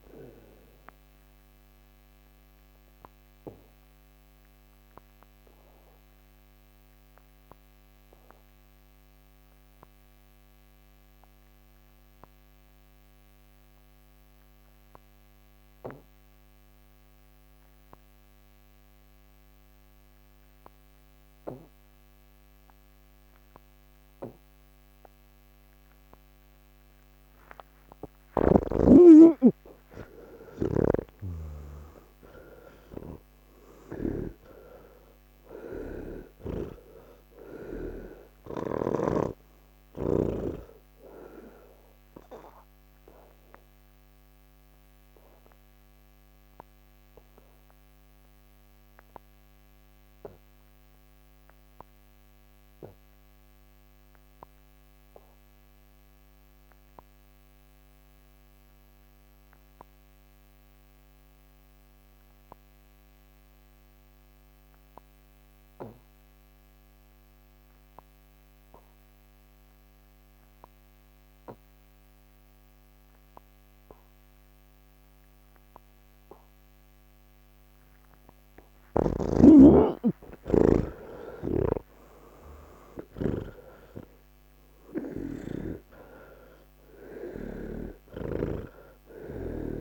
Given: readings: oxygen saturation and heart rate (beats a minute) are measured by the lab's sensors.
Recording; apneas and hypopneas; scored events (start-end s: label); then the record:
breathing in sleep by a microphone on the trachea; 2
0.00-9.00 s: oxygen desaturation (device-marked, oxygen 78% lowest, heart rate 89 extreme)
1.00-89.81 s: new sleep stage, N2 (light sleep)
2.00-27.00 s: obstructive apnea (oxygen 97% before, 78% lowest, heart rate 123 before, 71 extreme, up 53 after)
24.00-56.00 s: oxygen desaturation (device-marked, oxygen 99% before, 79% lowest, heart rate 142 before, 67 extreme)
30.50-39.00 s: snoring (device-marked)
43.00-77.00 s: obstructive apnea (oxygen 99% before, 76% lowest, heart rate 122 before, 67 extreme, up 31 after)
65.00-89.81 s: oxygen desaturation (device-marked, oxygen 99% before, 76% lowest, heart rate 95 before, 38 extreme)
81.50-86.00 s: snoring (device-marked)
88.00-89.81 s: snoring (device-marked)
From the record:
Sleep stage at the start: N1 (lightest sleep); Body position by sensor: on the back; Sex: male